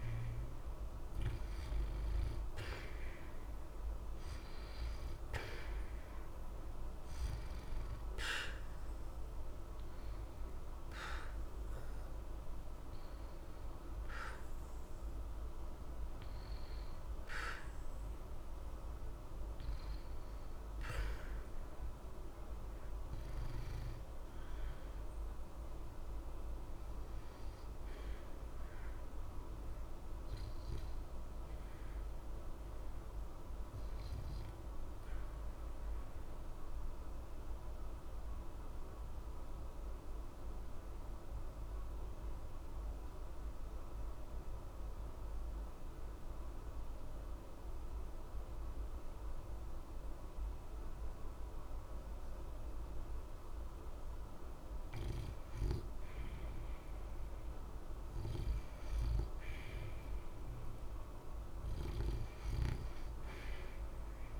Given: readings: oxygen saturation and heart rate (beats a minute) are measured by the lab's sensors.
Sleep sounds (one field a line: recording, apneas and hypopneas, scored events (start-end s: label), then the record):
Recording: breathing in sleep by a room microphone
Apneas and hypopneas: 1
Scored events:
10.00-34.00 s: oxygen desaturation (device-marked, oxygen 87% before, 78% lowest, heart rate 60 before, 60 extreme)
33.50-51.50 s: obstructive apnea (oxygen 87% before, 82% lowest, heart rate 61 before, 60 extreme, up 1 after)
55.00-59.50 s: arousal
From the record:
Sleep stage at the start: N2 (light sleep)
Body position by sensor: on the back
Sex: male